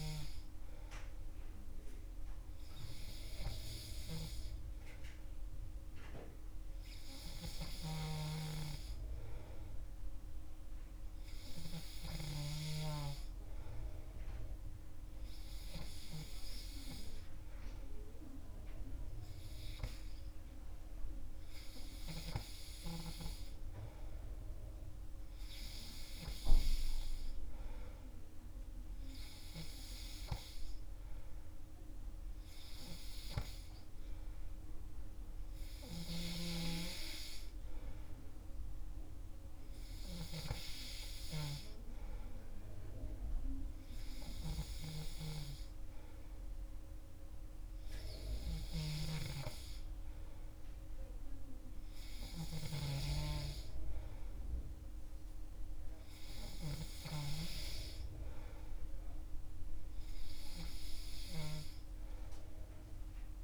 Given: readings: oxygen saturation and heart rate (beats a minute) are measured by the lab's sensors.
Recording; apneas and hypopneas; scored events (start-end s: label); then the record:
breathing in sleep by a room microphone; none
none scored
From the record:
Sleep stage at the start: N3 (deep sleep); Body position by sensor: on the back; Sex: male